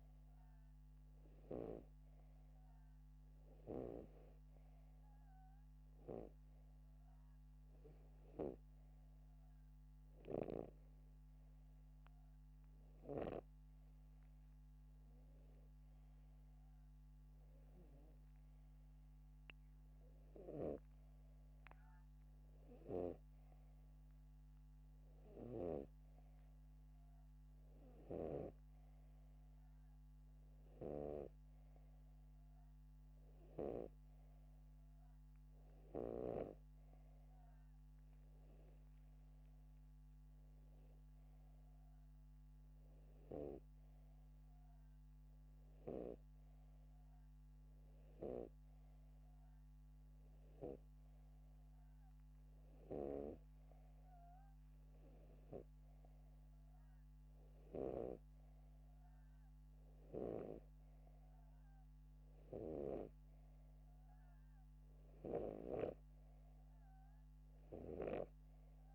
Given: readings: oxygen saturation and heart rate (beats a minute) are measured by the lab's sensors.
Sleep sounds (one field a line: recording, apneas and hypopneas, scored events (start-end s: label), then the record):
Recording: breathing in sleep by a microphone on the trachea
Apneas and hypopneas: none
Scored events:
66.00-68.95 s: snoring (device-marked)
From the record:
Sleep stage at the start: N2 (light sleep)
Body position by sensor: upright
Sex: male